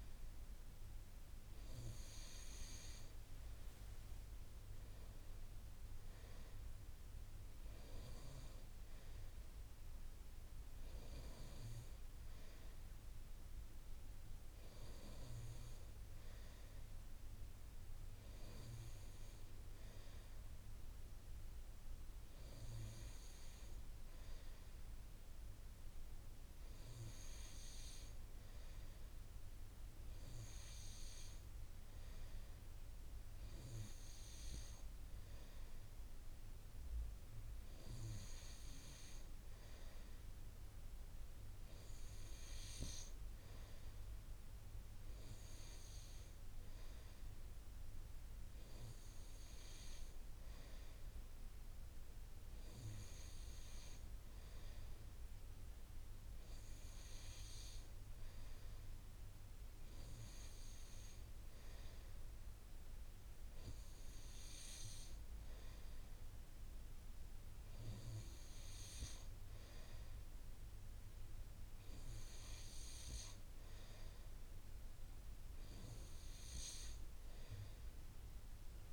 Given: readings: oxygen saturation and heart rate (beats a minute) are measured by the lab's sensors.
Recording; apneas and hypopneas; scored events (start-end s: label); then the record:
breathing in sleep, hard to hear, by a room microphone; none
1.00-3.00 s: long interval between heartbeats (device-marked)
38.00-40.00 s: long interval between heartbeats (device-marked)
53.00-55.00 s: long interval between heartbeats (device-marked)
56.00-58.00 s: long interval between heartbeats (device-marked)
63.50-65.50 s: long interval between heartbeats (device-marked)
65.50-67.50 s: long interval between heartbeats (device-marked)
76.50-78.50 s: long interval between heartbeats (device-marked)
From the record:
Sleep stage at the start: N2 (light sleep); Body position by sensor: on the right side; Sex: male